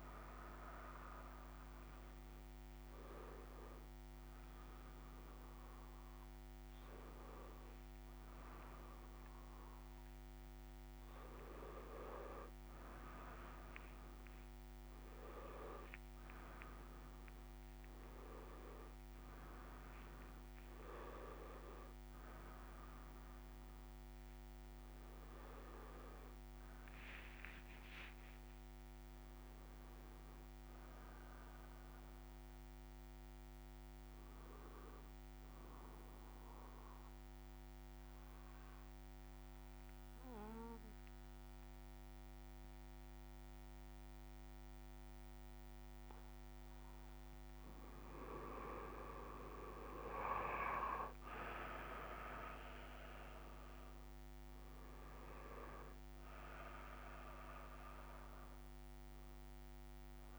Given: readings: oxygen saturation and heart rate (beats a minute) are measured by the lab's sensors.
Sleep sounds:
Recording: breathing in sleep by a microphone on the trachea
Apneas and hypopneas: 1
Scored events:
34.50-60.39 s: new sleep stage, N1 (lightest sleep)
36.00-47.50 s: mixed apnea (oxygen 97% before, 94% lowest, heart rate 190 before, 92 extreme, up 19 after)
58.50-60.39 s: oxygen desaturation (device-marked, oxygen 97% before, 94% lowest, heart rate 174 before, 110 extreme)
From the record:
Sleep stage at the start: N2 (light sleep)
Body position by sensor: on the back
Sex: male

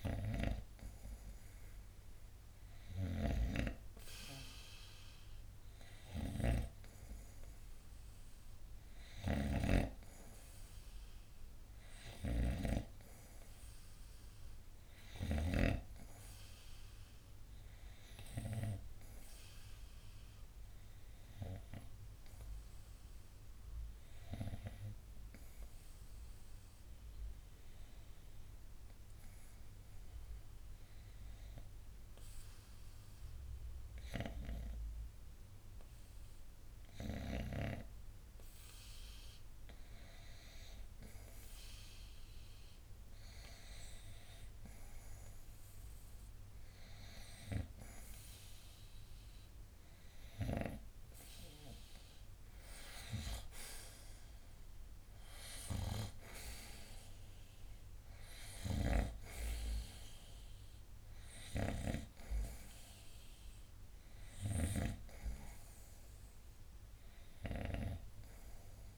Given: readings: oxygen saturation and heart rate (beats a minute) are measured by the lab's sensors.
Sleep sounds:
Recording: breathing in sleep by a room microphone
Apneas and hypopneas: 1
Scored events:
0.00-3.50 s: snoring (device-marked)
20.50-68.98 s: new sleep stage, REM sleep
26.00-41.00 s: hypopnea (oxygen 91% before, 87% lowest, heart rate 70 before, 66 extreme, up 6 after)
43.00-47.00 s: arousal
63.50-68.98 s: oxygen desaturation (device-marked, oxygen 91% before, 87% lowest, heart rate 71 before, 66 extreme)
From the record:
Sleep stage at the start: N2 (light sleep)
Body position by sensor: on the front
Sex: male

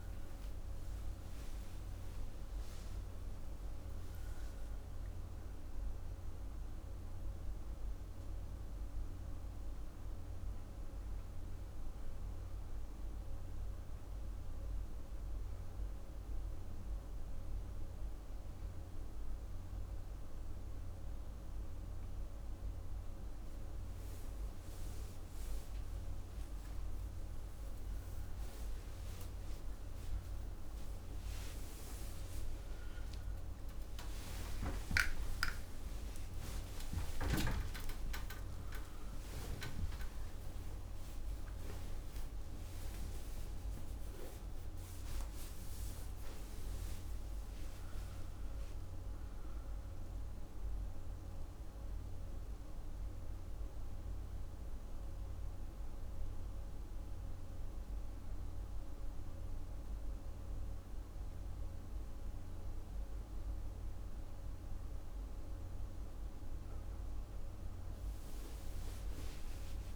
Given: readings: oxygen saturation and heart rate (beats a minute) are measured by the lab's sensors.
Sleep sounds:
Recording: a person partly awake in a sleep study, hard to hear, by a room microphone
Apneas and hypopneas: 1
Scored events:
0.00-1.50 s: arousal
0.00-27.50 s: oxygen desaturation (device-marked, oxygen 88% lowest)
9.00-24.50 s: obstructive apnea (oxygen 99% before, 88% lowest)
37.50-67.50 s: new sleep stage, awake
67.50-69.96 s: new sleep stage, N1 (lightest sleep)
From the record:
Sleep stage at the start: N2 (light sleep)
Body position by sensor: on the right side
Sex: female

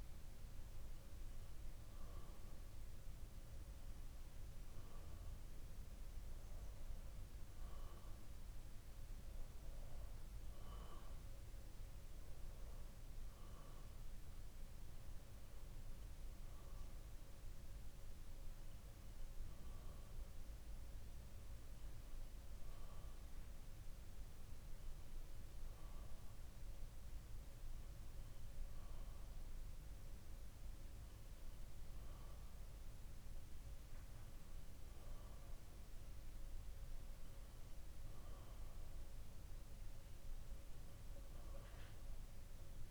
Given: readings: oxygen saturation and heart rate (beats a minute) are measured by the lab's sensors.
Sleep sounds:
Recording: breathing in sleep, hard to hear, by a room microphone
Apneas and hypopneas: none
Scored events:
none scored
From the record:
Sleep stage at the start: N2 (light sleep)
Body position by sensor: on the back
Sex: male

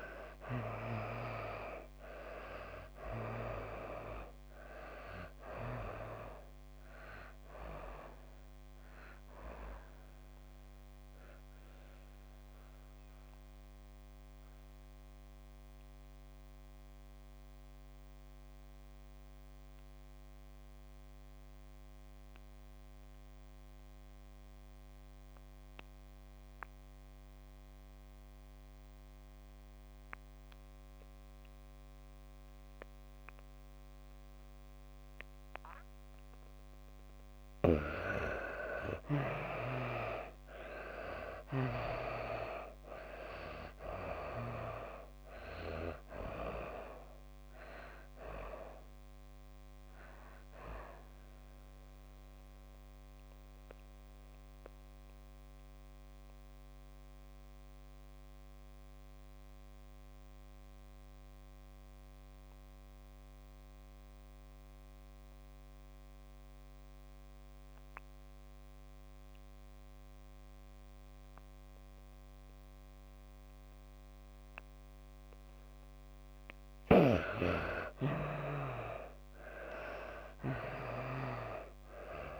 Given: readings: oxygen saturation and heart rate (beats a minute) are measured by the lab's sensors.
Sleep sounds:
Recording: breathing in sleep by a microphone on the trachea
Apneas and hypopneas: 2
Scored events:
0.00-26.00 s: oxygen desaturation (device-marked, oxygen 75% lowest, heart rate 113 extreme)
7.50-36.00 s: mixed apnea (oxygen 98% before, 73% lowest, heart rate 130 before, 125 extreme, up 43 after)
28.00-66.00 s: oxygen desaturation (device-marked, oxygen 98% before, 73% lowest, heart rate 156 before, 115 extreme)
37.50-40.50 s: arousal
50.00-75.00 s: mixed apnea (oxygen 98% before, 73% lowest, heart rate 163 before, 100 extreme, up 4 after)
71.00-82.40 s: oxygen desaturation (device-marked, oxygen 98% before, 75% lowest, heart rate 180 before, 100 extreme)
77.00-80.50 s: arousal
From the record:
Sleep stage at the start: N2 (light sleep)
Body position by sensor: on the back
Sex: female

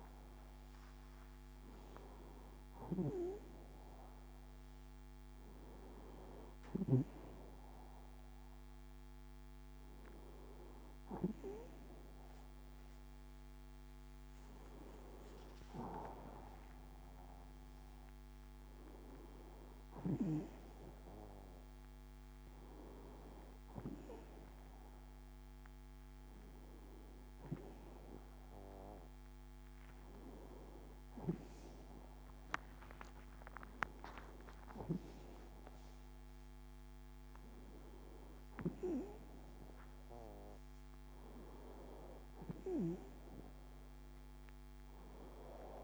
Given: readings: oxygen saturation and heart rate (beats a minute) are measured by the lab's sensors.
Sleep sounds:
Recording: a person awake in a sleep study, by a microphone on the trachea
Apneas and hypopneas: none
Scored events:
none scored
From the record:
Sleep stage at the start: awake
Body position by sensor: on the back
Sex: female

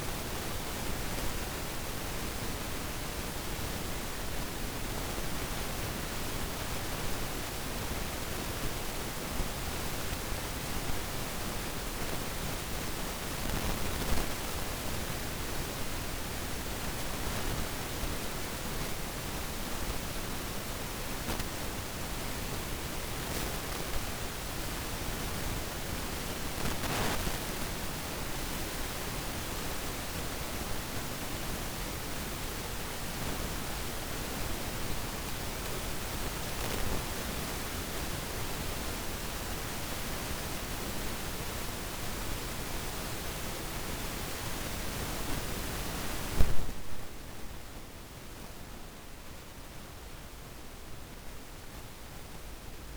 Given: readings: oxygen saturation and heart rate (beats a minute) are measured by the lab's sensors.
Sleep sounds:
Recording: breathing in sleep by a room microphone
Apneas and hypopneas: 1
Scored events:
29.00-32.50 s: arousal
35.00-46.00 s: hypopnea (oxygen 96% before, 90% lowest, heart rate 56 before, 53 extreme, up 4 after)
49.50-52.97 s: arousal
From the record:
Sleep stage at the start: N2 (light sleep)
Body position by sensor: on the back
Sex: female

